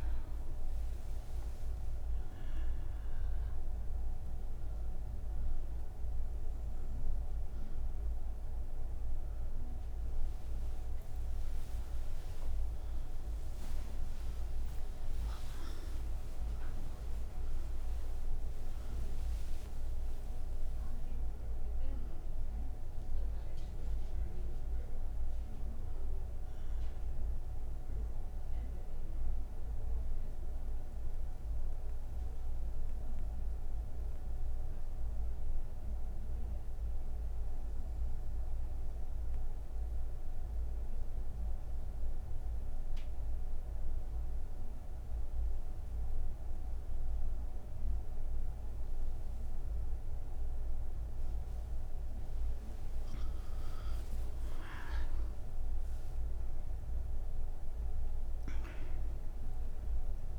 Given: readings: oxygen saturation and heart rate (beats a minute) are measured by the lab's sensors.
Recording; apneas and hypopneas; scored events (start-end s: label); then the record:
breathing in sleep, hard to hear, by a room microphone; 1
9.50-37.50 s: oxygen desaturation (device-marked, oxygen 97% before, 91% lowest, heart rate 62 before, 48 extreme)
19.50-60.39 s: new sleep stage, N1 (lightest sleep)
29.00-52.50 s: obstructive apnea (oxygen 97% before, 87% lowest, heart rate 60 before, 54 extreme, up 4 after)
From the record:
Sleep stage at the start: N3 (deep sleep); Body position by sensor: on the right side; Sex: female